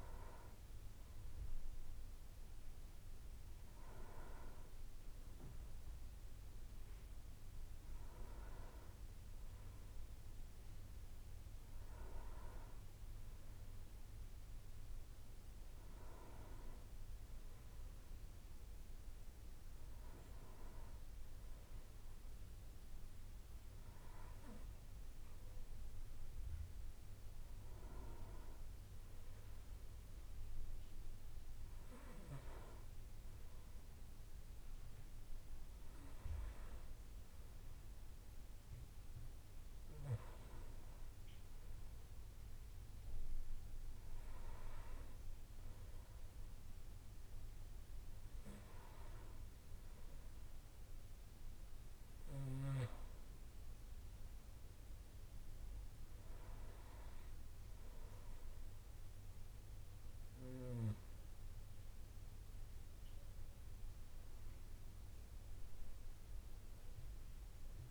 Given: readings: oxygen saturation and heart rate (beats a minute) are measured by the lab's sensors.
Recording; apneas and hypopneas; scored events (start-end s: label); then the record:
breathing in sleep by a room microphone; none
64.00-67.91 s: arousal
From the record:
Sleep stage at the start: N2 (light sleep); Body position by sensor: on the back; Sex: male